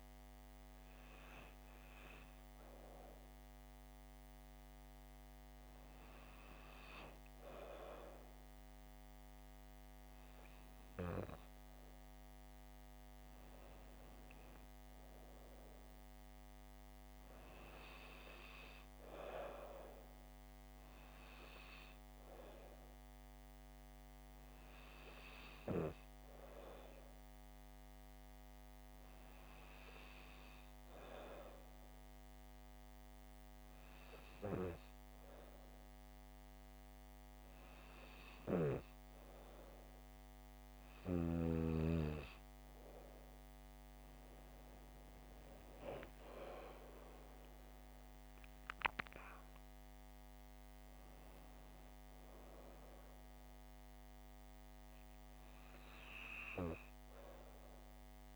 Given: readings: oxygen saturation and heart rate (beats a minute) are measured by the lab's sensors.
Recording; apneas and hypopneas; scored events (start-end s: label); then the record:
breathing in sleep by a microphone on the trachea; none
48.00-52.00 s: arousal
From the record:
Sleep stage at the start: N2 (light sleep); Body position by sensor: on the back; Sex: female